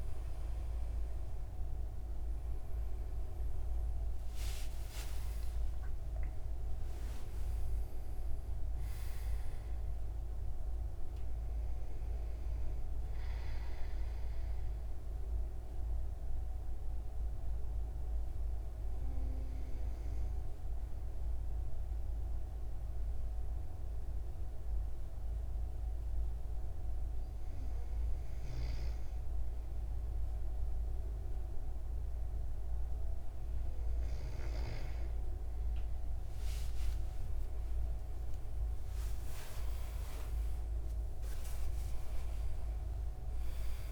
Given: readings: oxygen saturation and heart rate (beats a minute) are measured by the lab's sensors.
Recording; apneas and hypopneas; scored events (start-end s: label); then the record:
breathing in sleep, hard to hear, by a room microphone; 1
3.00-7.00 s: arousal
9.50-21.50 s: oxygen desaturation (device-marked, oxygen 94% before, 91% lowest, heart rate 67 before, 69 extreme)
14.50-34.00 s: obstructive apnea (oxygen 96% before, 92% lowest, heart rate 75 before, 49 extreme, up 41 after)
36.50-41.50 s: arousal
39.50-43.92 s: oxygen desaturation (device-marked, oxygen 98% before, 94% lowest, heart rate 73 before, 49 extreme)
From the record:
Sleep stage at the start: N2 (light sleep); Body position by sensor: on the back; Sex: male